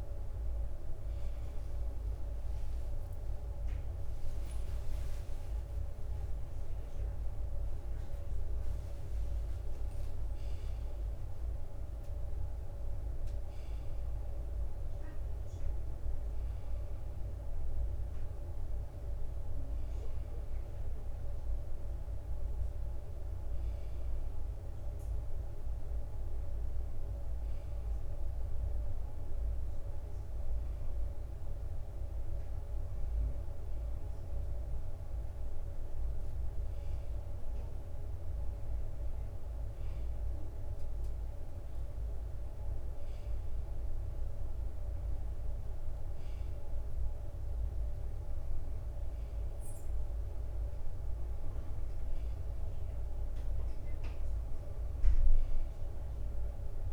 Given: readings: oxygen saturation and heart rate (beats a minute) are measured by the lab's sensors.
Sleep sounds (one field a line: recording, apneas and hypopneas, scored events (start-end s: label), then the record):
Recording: breathing in sleep, hard to hear, by a room microphone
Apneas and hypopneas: none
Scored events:
5.00-10.00 s: arousal
34.50-56.93 s: new sleep stage, N2 (light sleep)
From the record:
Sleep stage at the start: N1 (lightest sleep)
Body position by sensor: on the right side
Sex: male